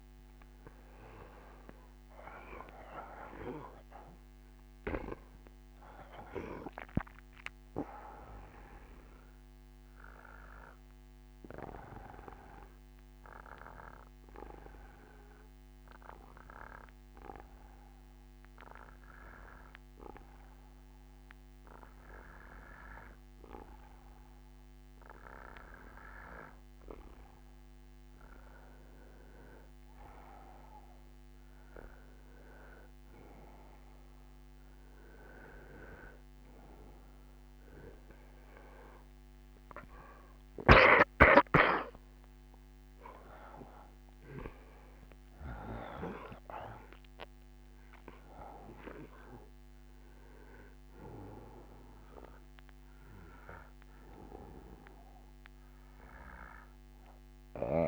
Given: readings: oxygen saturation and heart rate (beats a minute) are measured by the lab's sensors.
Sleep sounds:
breathing in sleep by a microphone on the trachea; 1
0.50-3.50 s: arousal
7.00-23.00 s: oxygen desaturation (device-marked, oxygen 96% before, 92% lowest, heart rate 67 before, 63 extreme)
8.00-26.00 s: obstructive apnea (oxygen 96% before, 90% lowest, heart rate 67 before, 63 extreme, up 5 after)
27.50-30.00 s: arousal
33.00-53.00 s: oxygen desaturation (device-marked, oxygen 96% before, 90% lowest, heart rate 65 before, 63 extreme)
56.00-57.88 s: arousal
From the record:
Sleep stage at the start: N2 (light sleep); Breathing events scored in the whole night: 171 in 4.9 hours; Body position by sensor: on the right side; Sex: male

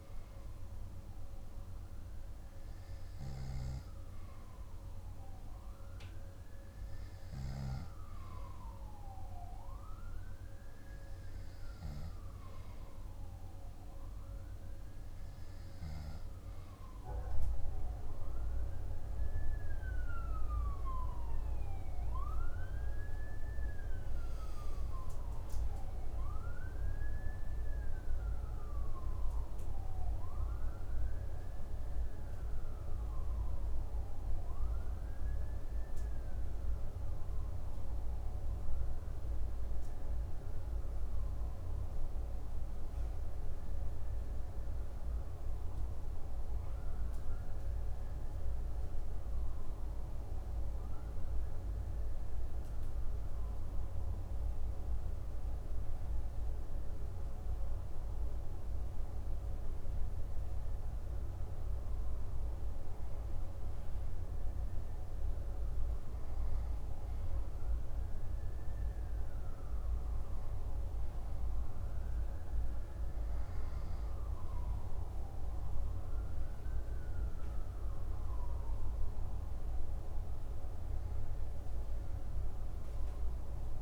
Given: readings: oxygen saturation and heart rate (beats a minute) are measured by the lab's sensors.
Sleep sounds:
breathing in sleep, hard to hear, by a room microphone; none
20.00-25.00 s: arousal
From the record:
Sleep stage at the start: N2 (light sleep); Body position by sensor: on the back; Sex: male

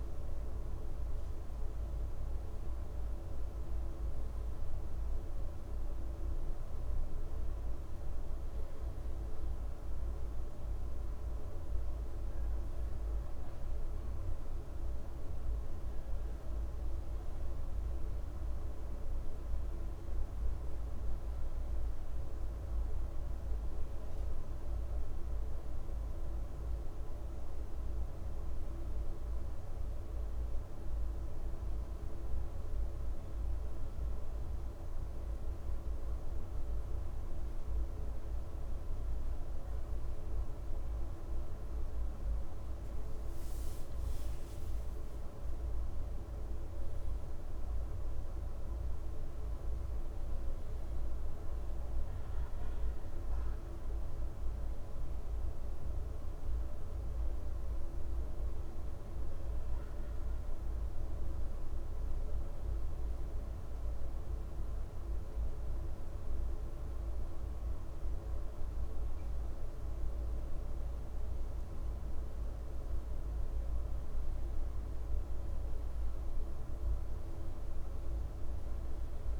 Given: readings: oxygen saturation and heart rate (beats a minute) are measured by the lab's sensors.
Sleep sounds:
breathing in sleep, hard to hear, by a room microphone; none
7.00-79.40 s: new sleep stage, N2 (light sleep)
From the record:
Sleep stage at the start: N1 (lightest sleep); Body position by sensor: on the back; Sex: male

